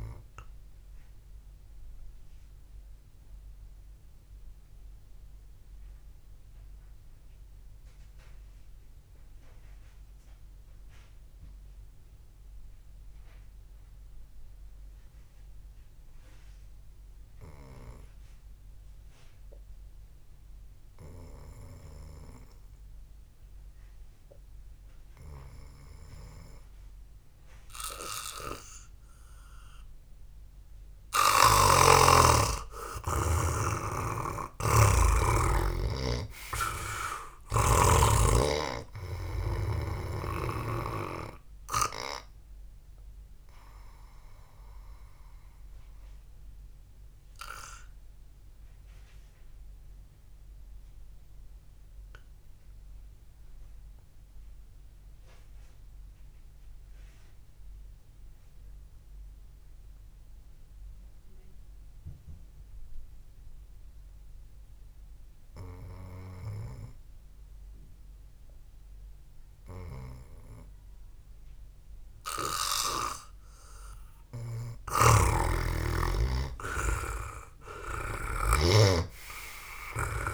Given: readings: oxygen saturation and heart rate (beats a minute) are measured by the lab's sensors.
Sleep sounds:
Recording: breathing in sleep by a room microphone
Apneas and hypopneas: 2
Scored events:
0.00-22.00 s: oxygen desaturation (device-marked, oxygen 86% lowest, heart rate 49 extreme)
2.50-21.00 s: mixed apnea (oxygen 98% before, 86% lowest, heart rate 56 before, 49 extreme, up 3 after)
23.50-27.50 s: arousal
34.50-38.50 s: snoring (device-marked)
35.00-65.00 s: oxygen desaturation (device-marked, oxygen 97% before, 88% lowest, heart rate 59 before, 48 extreme)
48.00-66.50 s: mixed apnea (oxygen 98% before, 87% lowest, heart rate 54 before, 48 extreme)
69.00-72.50 s: arousal
75.50-79.50 s: snoring (device-marked)
79.00-80.34 s: oxygen desaturation (device-marked, oxygen 96% before, 87% lowest, heart rate 59 before, 52 extreme)
From the record:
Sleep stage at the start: N2 (light sleep)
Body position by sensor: on the back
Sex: male

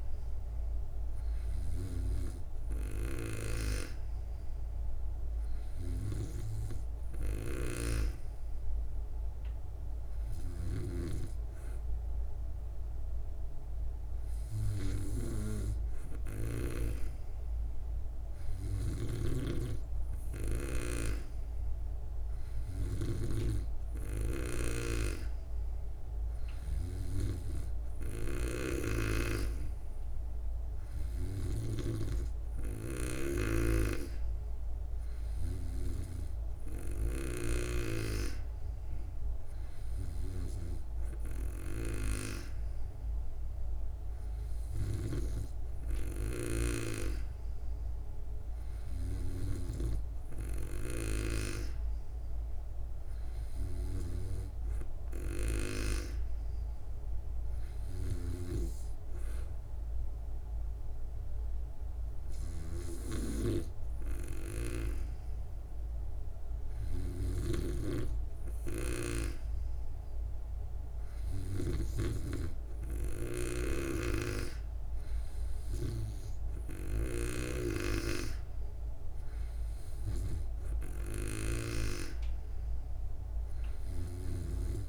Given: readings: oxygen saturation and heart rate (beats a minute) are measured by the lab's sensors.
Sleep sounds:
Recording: breathing in sleep by a room microphone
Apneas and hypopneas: none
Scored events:
7.50-17.00 s: snoring (device-marked)
19.00-37.50 s: snoring (device-marked)
72.00-77.50 s: snoring (device-marked)
From the record:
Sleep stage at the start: N2 (light sleep)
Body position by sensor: on the back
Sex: female

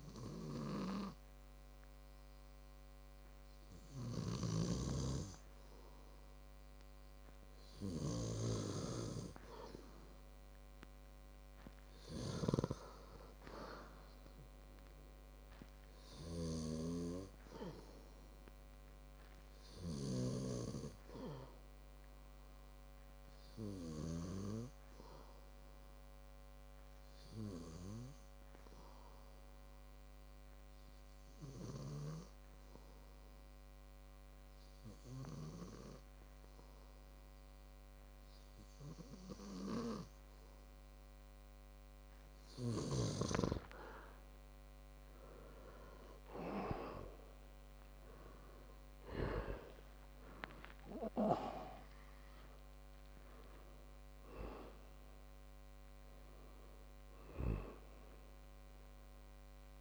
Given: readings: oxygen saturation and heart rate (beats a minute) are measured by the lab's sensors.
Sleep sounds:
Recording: breathing in sleep by a microphone on the trachea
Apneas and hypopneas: 1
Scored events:
10.50-13.50 s: arousal
18.50-32.00 s: hypopnea (oxygen 98% before, 93% lowest, heart rate 58 before, 54 extreme, up 4 after)
36.00-49.00 s: oxygen desaturation (device-marked, oxygen 97% before, 93% lowest, heart rate 57 before, 53 extreme)
50.00-54.00 s: arousal
From the record:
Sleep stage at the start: N2 (light sleep)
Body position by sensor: on the back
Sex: male

